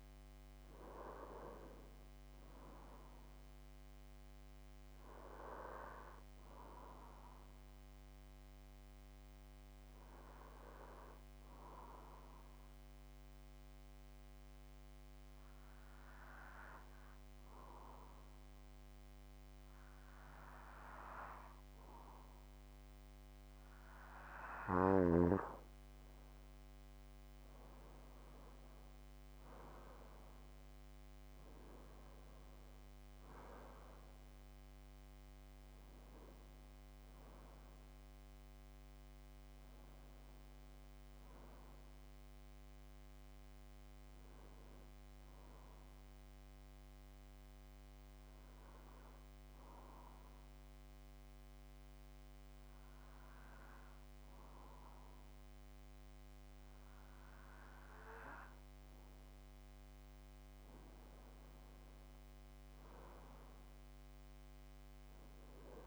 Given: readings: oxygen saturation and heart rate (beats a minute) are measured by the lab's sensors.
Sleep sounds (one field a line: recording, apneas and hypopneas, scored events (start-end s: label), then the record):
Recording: breathing in sleep by a microphone on the trachea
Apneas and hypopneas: 2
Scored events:
0.00-16.00 s: oxygen desaturation (device-marked, oxygen 91% lowest)
11.00-23.00 s: obstructive apnea (oxygen 95% before, 90% lowest)
26.50-31.00 s: arousal
29.00-51.00 s: oxygen desaturation (device-marked, oxygen 96% before, 90% lowest)
46.00-57.50 s: obstructive apnea (oxygen 96% before, 91% lowest, heart rate 34 before, 25 extreme, up 20 after)
60.50-64.50 s: arousal
From the record:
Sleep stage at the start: N2 (light sleep)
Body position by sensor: on the back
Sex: male